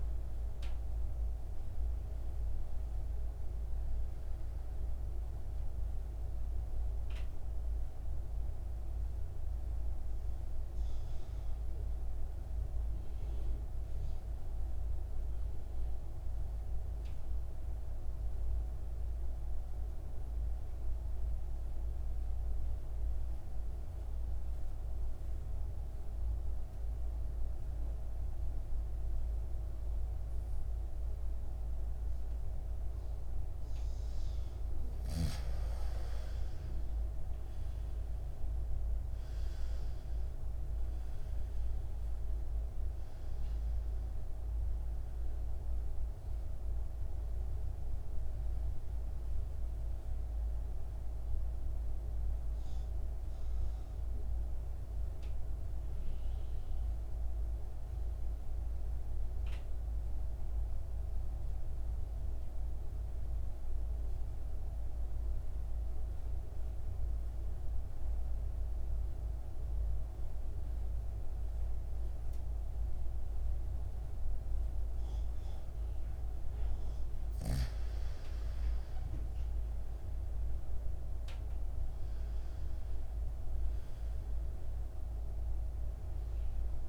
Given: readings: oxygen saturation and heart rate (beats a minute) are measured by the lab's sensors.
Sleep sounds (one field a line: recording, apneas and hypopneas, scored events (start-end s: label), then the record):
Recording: breathing in sleep, hard to hear, by a room microphone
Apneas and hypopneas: 2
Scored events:
1.50-26.50 s: oxygen desaturation (device-marked, oxygen 98% before, 91% lowest, heart rate 57 before, 52 extreme)
6.00-34.00 s: mixed apnea (oxygen 99% before, 87% lowest, heart rate 59 before, 52 extreme, up 14 after)
36.50-41.00 s: arousal
39.50-68.50 s: oxygen desaturation (device-marked, oxygen 98% before, 87% lowest, heart rate 55 before, 53 extreme)
51.00-77.00 s: central apnea (oxygen 99% before, 87% lowest, heart rate 62 before, 53 extreme, up 11 after)
79.00-83.00 s: arousal
83.50-86.88 s: oxygen desaturation (device-marked, oxygen 99% before, 88% lowest, heart rate 57 before, 53 extreme)
From the record:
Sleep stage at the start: N2 (light sleep)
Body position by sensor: on the back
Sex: male